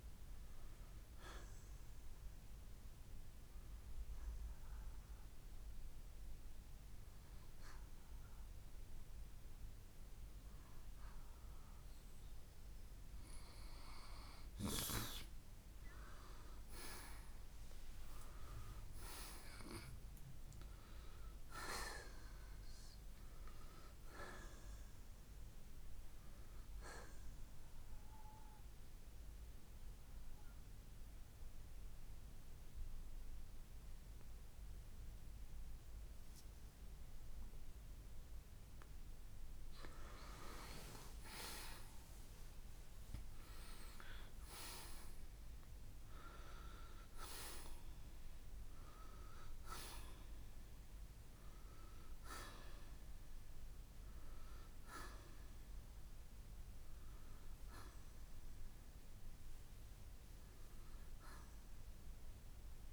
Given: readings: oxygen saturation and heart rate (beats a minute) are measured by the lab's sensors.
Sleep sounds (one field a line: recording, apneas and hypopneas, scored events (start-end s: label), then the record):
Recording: breathing in sleep by a room microphone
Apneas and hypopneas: 2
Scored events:
0.50-12.50 s: hypopnea (oxygen 91% before, 84% lowest, heart rate 71 before, 53 extreme, up 4 after)
15.50-18.50 s: arousal
26.00-44.00 s: oxygen desaturation (device-marked, oxygen 91% before, 86% lowest, heart rate 66 before, 51 extreme)
27.50-38.50 s: mixed apnea (oxygen 91% before, 84% lowest, heart rate 65 before, 51 extreme, up 7 after)
42.00-46.50 s: arousal
59.00-62.93 s: oxygen desaturation (device-marked, oxygen 92% before, 84% lowest, heart rate 63 before, 56 extreme)
From the record:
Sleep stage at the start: N2 (light sleep)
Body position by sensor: on the right side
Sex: male